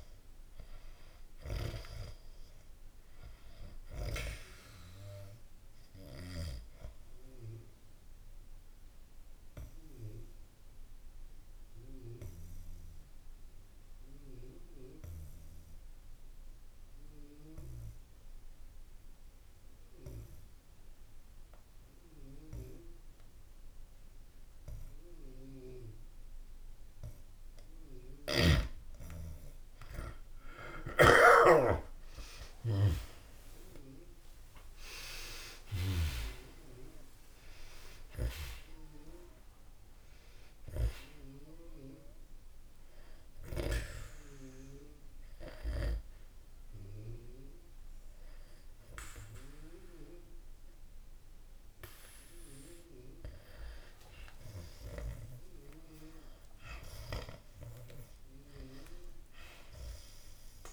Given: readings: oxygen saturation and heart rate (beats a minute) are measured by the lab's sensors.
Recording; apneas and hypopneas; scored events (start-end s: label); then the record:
breathing in sleep by a room microphone; 2
0.00-19.00 s: oxygen desaturation (device-marked, oxygen 88% lowest, heart rate 65 extreme)
5.00-27.50 s: obstructive apnea (oxygen 98% before, 88% lowest, heart rate 67 before, 65 extreme, up 52 after)
28.00-36.00 s: snoring (device-marked)
31.00-36.00 s: arousal
35.00-60.00 s: oxygen desaturation (device-marked, oxygen 98% before, 90% lowest, heart rate 73 before, 64 extreme)
42.50-53.00 s: obstructive apnea (oxygen 99% before, 89% lowest, heart rate 84 before, 64 extreme, up 15 after)
54.50-58.50 s: arousal
From the record:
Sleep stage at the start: N2 (light sleep); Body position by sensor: on the back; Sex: male